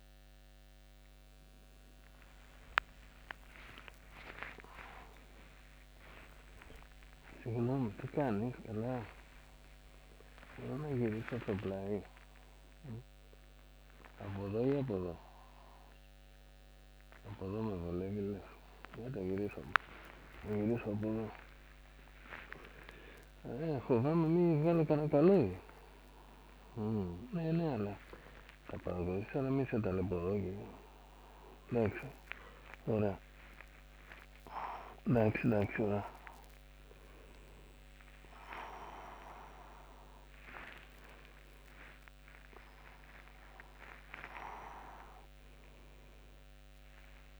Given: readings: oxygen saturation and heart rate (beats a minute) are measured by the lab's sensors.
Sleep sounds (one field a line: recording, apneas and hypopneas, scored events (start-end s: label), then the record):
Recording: a person awake in a sleep study, by a microphone on the trachea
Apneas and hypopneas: none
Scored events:
3.50-5.50 s: long interval between heartbeats (device-marked, heart rate 84 before, 93 extreme)
7.00-27.50 s: snoring (device-marked)
10.00-12.00 s: long interval between heartbeats (device-marked, heart rate 87 before, 117 extreme)
20.50-22.50 s: long interval between heartbeats (device-marked, heart rate 102 before, 120 extreme)
26.50-28.50 s: long interval between heartbeats (device-marked, heart rate 117 before, 155 extreme)
29.50-35.50 s: snoring (device-marked)
31.50-33.50 s: long interval between heartbeats (device-marked, heart rate 126 before, 77 extreme)
45.00-47.00 s: long interval between heartbeats (device-marked, heart rate 108 before, 87 extreme)
From the record:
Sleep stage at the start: awake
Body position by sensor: on the back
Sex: male